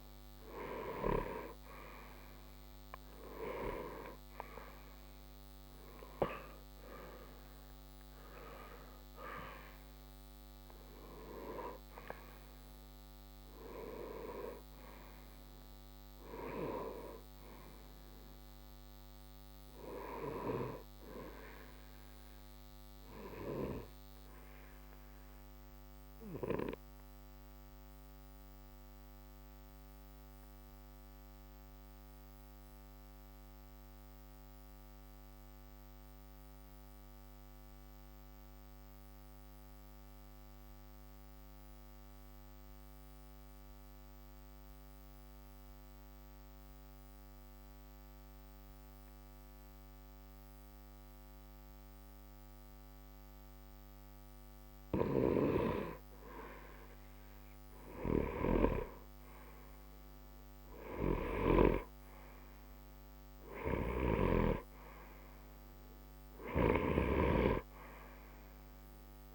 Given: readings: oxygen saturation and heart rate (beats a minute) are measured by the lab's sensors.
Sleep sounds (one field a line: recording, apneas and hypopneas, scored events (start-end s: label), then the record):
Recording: breathing in sleep by a microphone on the trachea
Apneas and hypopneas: 1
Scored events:
0.00-7.00 s: oxygen desaturation (device-marked, oxygen 90% lowest, heart rate 60 extreme)
9.00-33.00 s: oxygen desaturation (device-marked, oxygen 91% before, 88% lowest, heart rate 60 before, 60 extreme)
25.50-53.50 s: obstructive apnea (oxygen 91% before, 89% lowest, heart rate 60 before, 60 extreme, up 0 after)
56.00-60.00 s: arousal
56.00-69.35 s: oxygen desaturation (device-marked, oxygen 96% before, 89% lowest, heart rate 60 before, 60 extreme)
From the record:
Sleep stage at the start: N2 (light sleep)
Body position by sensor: on the right side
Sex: male